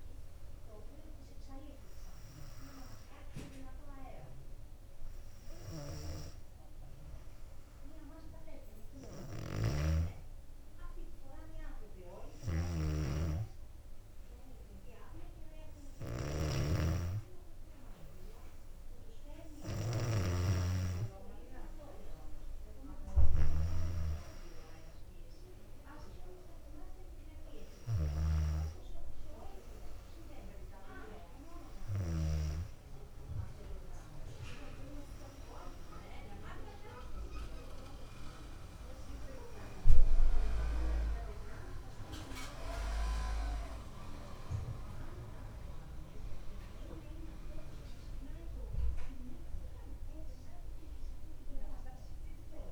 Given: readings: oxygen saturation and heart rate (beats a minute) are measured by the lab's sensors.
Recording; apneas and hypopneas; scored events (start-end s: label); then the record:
breathing in sleep by a room microphone; none
9.50-32.50 s: snoring (device-marked)
45.50-51.00 s: arousal
From the record:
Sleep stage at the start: N2 (light sleep); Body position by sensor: on the back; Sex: female